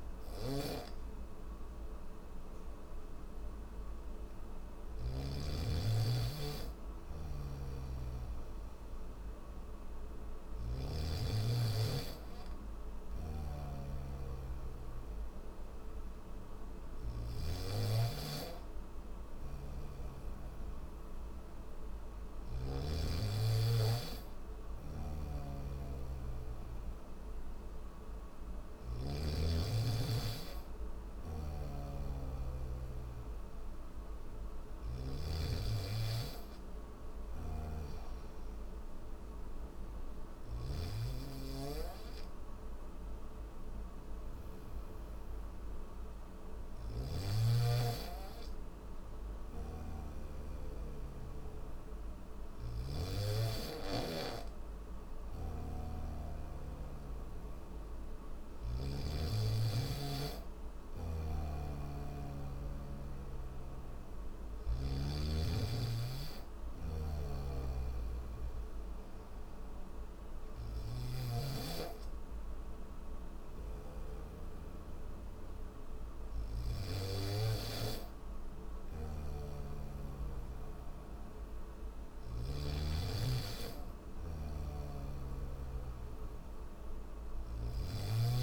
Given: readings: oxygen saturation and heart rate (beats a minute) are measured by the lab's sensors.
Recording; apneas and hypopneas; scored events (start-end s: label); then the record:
breathing in sleep by a room microphone; none
0.00-4.50 s: snoring (device-marked)
6.50-10.50 s: snoring (device-marked)
12.50-17.00 s: snoring (device-marked)
19.00-22.50 s: snoring (device-marked)
24.50-28.50 s: snoring (device-marked)
30.50-34.50 s: snoring (device-marked)
33.50-88.42 s: new sleep stage, N1 (lightest sleep)
36.50-52.50 s: snoring (device-marked)
54.50-58.50 s: snoring (device-marked)
60.50-64.50 s: snoring (device-marked)
66.50-70.50 s: snoring (device-marked)
78.50-82.00 s: snoring (device-marked)
84.00-88.42 s: snoring (device-marked)
From the record:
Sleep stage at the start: N3 (deep sleep); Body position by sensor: on the back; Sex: male